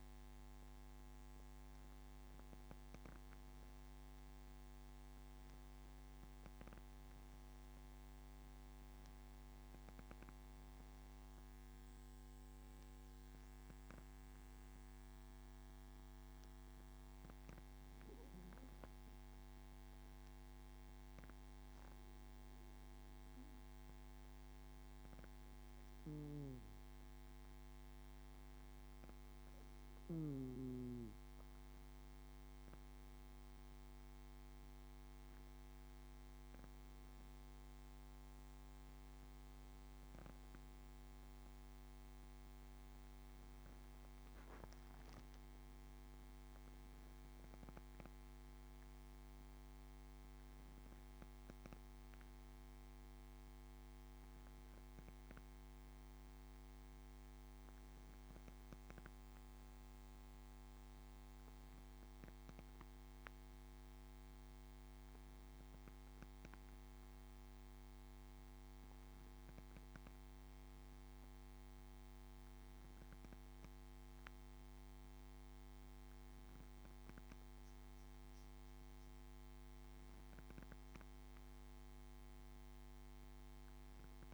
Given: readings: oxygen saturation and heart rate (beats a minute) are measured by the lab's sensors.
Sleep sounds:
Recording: breathing in sleep, hard to hear, by a microphone on the trachea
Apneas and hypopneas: none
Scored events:
none scored
From the record:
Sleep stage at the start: N2 (light sleep)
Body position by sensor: on the back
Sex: male

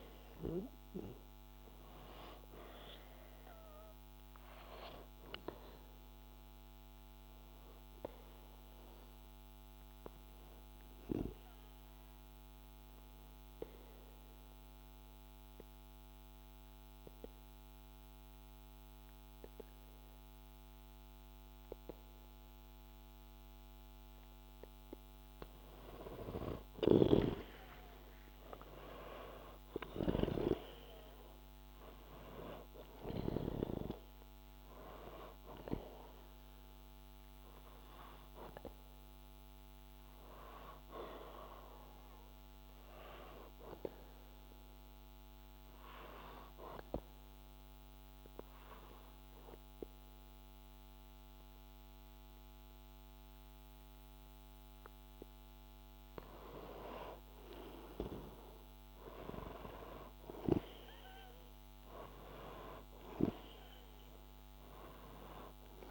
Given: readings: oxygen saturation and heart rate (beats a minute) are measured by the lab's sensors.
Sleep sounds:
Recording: breathing in sleep by a microphone on the trachea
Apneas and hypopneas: 2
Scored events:
13.00-25.50 s: obstructive apnea (oxygen 94% before, 92% lowest, heart rate 64 before, 58 extreme, up 0 after)
27.00-31.00 s: arousal
39.00-52.00 s: oxygen desaturation (device-marked, oxygen 97% before, 93% lowest, heart rate 61 before, 58 extreme)
43.50-56.00 s: obstructive apnea (oxygen 97% before, 93% lowest, heart rate 60 before, 58 extreme, up 4 after)
58.00-62.50 s: arousal
From the record:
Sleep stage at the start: N2 (light sleep)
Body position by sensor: on the back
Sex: male

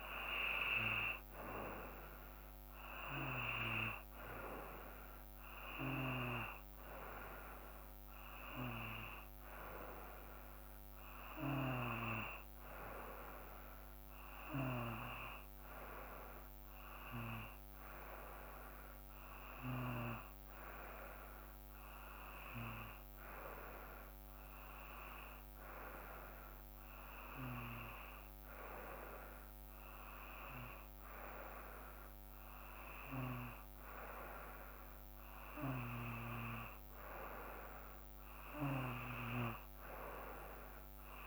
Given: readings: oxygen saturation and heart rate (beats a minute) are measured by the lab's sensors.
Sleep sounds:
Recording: breathing in sleep by a microphone on the trachea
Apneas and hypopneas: none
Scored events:
none scored
From the record:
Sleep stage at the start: N2 (light sleep)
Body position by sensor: on the back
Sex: male

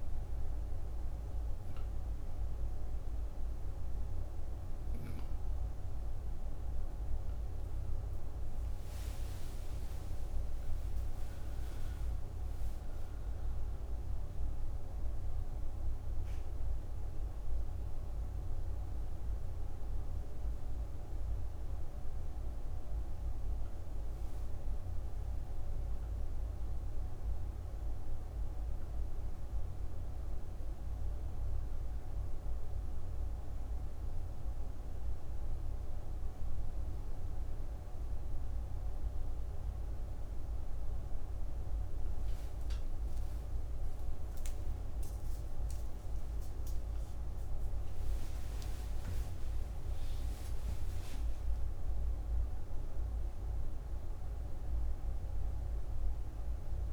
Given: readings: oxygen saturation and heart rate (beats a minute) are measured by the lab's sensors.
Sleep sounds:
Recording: a person awake in a sleep study, hard to hear, by a room microphone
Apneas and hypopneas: none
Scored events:
4.50-56.93 s: new sleep stage, awake
From the record:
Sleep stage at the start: N1 (lightest sleep)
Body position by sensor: on the right side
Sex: female

